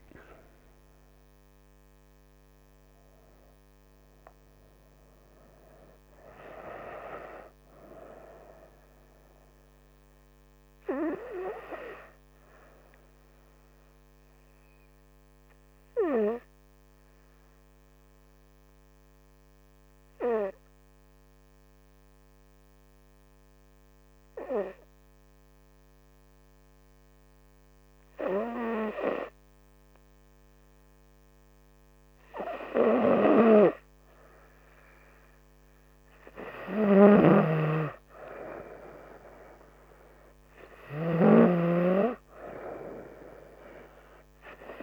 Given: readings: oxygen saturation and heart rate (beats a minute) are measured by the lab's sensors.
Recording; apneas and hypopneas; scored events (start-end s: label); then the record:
breathing in sleep by a microphone on the trachea; 1
14.50-32.50 s: hypopnea (oxygen 96% before, 94% lowest, heart rate 72 before, 66 extreme, up 4 after)
34.00-37.50 s: arousal
38.00-44.83 s: oxygen desaturation (device-marked, oxygen 98% before, 94% lowest, heart rate 67 before, 66 extreme)
From the record:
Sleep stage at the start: N2 (light sleep); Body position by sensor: on the front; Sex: female